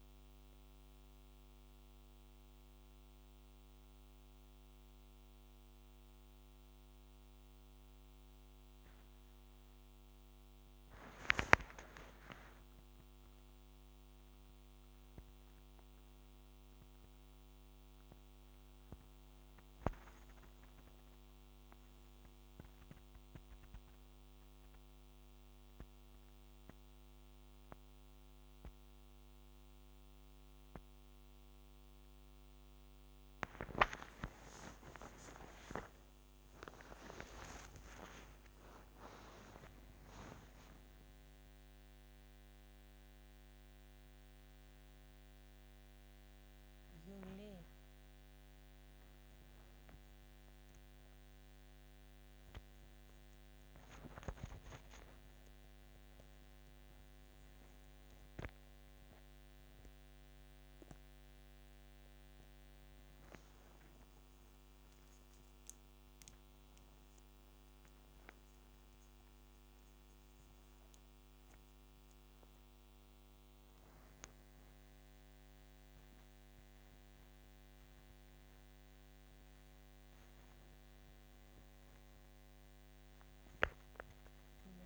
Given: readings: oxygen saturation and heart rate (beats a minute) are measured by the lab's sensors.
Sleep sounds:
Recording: a person awake in a sleep study, by a microphone on the trachea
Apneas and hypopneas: none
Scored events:
none scored
From the record:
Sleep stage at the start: awake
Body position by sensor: on the back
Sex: female

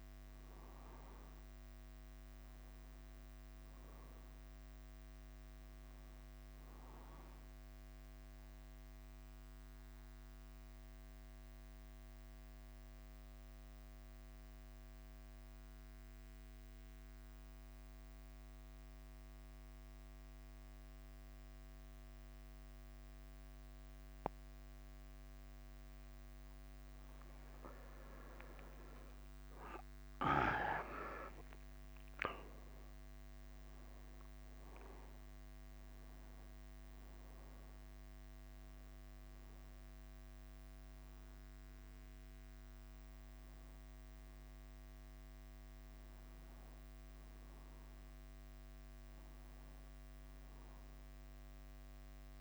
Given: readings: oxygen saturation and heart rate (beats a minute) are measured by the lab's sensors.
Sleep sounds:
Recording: breathing in sleep, hard to hear, by a microphone on the trachea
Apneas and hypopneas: 1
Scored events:
0.00-52.41 s: bradycardia (device-marked, heart rate 44 extreme)
9.50-26.50 s: mixed apnea (oxygen 99% before, 96% lowest, heart rate 49 before, 47 extreme, up 4 after)
29.00-33.00 s: arousal
From the record:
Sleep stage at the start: N2 (light sleep)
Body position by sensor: on the back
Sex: male

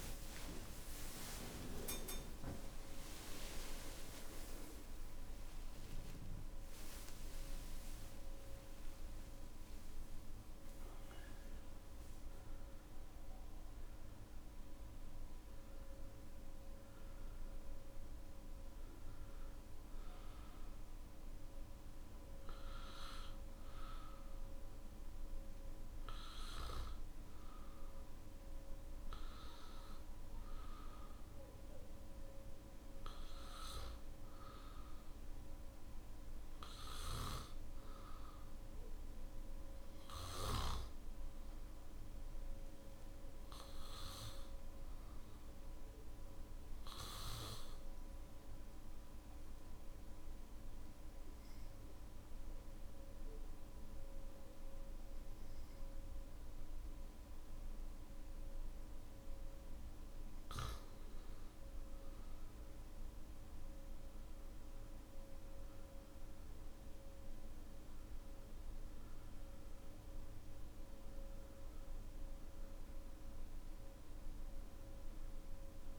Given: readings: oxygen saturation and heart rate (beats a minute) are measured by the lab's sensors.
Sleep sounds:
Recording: breathing in sleep by a room microphone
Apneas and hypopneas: 1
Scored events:
0.00-2.00 s: long interval between heartbeats (device-marked, heart rate 63 before, 76 extreme)
0.00-18.00 s: oxygen desaturation (device-marked, oxygen 92% lowest, heart rate 52 extreme)
45.50-59.50 s: obstructive apnea (oxygen 98% before, 92% lowest, heart rate 54 before, 52 extreme, up 14 after)
61.00-75.99 s: oxygen desaturation (device-marked, oxygen 97% before, 92% lowest, heart rate 56 before, 55 extreme)
From the record:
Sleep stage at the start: N2 (light sleep)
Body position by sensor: on the back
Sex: male

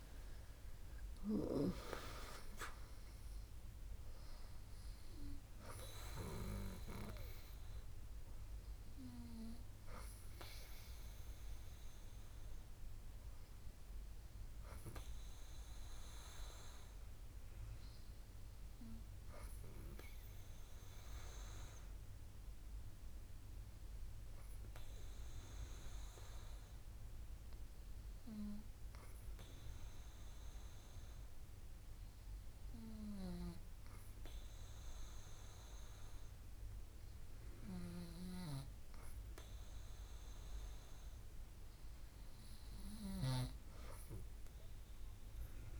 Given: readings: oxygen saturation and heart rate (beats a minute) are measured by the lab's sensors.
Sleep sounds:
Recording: breathing in sleep by a room microphone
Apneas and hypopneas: 1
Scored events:
0.00-2.50 s: arousal
21.00-37.50 s: obstructive apnea (oxygen 98% before, 95% lowest, heart rate 69 before, 66 extreme, up 2 after)
41.00-45.50 s: arousal
From the record:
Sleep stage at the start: N2 (light sleep)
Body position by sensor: on the back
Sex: female

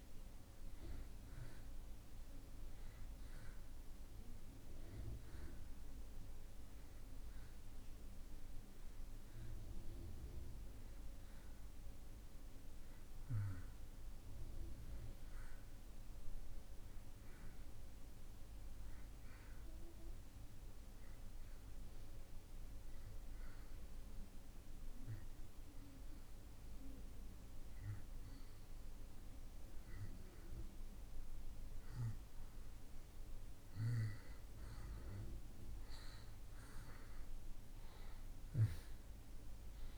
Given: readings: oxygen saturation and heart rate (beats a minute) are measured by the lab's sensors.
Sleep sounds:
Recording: breathing in sleep, hard to hear, by a room microphone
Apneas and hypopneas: 1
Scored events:
0.00-12.00 s: oxygen desaturation (device-marked, oxygen 89% lowest)
20.50-34.00 s: hypopnea (oxygen 92% before, 86% lowest)
36.00-39.98 s: arousal
From the record:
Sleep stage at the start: N2 (light sleep)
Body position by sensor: on the back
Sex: male

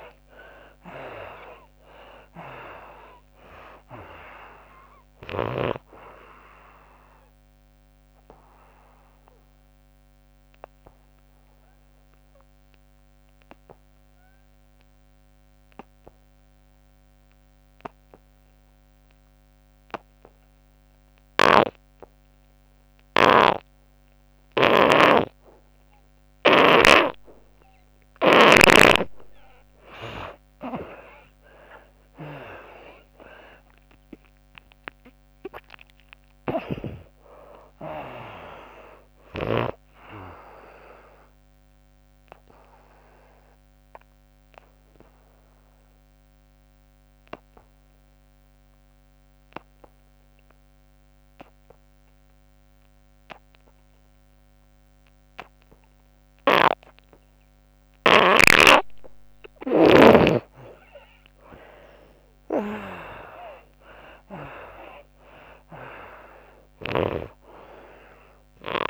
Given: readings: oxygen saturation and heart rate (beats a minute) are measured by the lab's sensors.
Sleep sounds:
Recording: breathing in sleep by a microphone on the trachea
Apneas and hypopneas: 2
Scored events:
0.00-2.00 s: arousal
0.50-18.50 s: oxygen desaturation (device-marked, oxygen 96% before, 75% lowest, heart rate 74 before, 65 extreme)
8.00-28.50 s: obstructive apnea (oxygen 96% before, 74% lowest, heart rate 81 before, 65 extreme, up 53 after)
24.00-28.50 s: snoring (device-marked)
30.50-35.00 s: arousal
33.50-51.50 s: oxygen desaturation (device-marked, oxygen 96% before, 77% lowest, heart rate 77 before, 69 extreme)
36.00-39.50 s: snoring (device-marked)
42.00-59.00 s: obstructive apnea (oxygen 98% before, 74% lowest, heart rate 95 before, 69 extreme, up 47 after)
61.00-65.00 s: arousal
66.50-68.90 s: oxygen desaturation (device-marked, oxygen 97% before, 74% lowest, heart rate 84 before, 68 extreme)
From the record:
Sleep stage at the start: N2 (light sleep)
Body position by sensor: on the back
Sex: female

